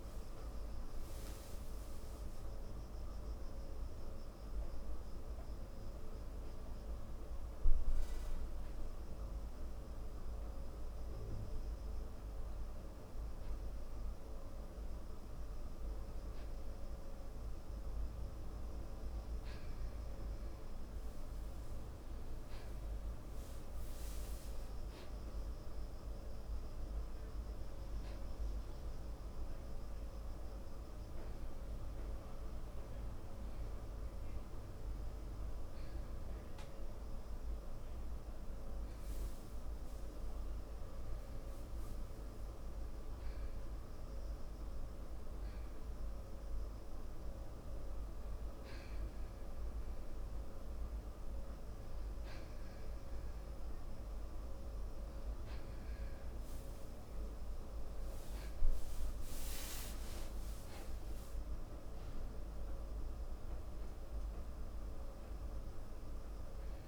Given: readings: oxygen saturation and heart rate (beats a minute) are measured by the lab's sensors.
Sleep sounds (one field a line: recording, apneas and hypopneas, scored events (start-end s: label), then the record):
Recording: breathing in sleep, hard to hear, by a room microphone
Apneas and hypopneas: 1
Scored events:
22.50-26.00 s: arousal
31.50-41.50 s: hypopnea (oxygen 95% before, 92% lowest, heart rate 60 before, 54 extreme, up 0 after)
43.50-46.00 s: arousal
53.50-66.88 s: oxygen desaturation (device-marked, oxygen 95% before, 92% lowest, heart rate 55 before, 54 extreme)
From the record:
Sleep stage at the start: N2 (light sleep)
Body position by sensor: on the back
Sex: male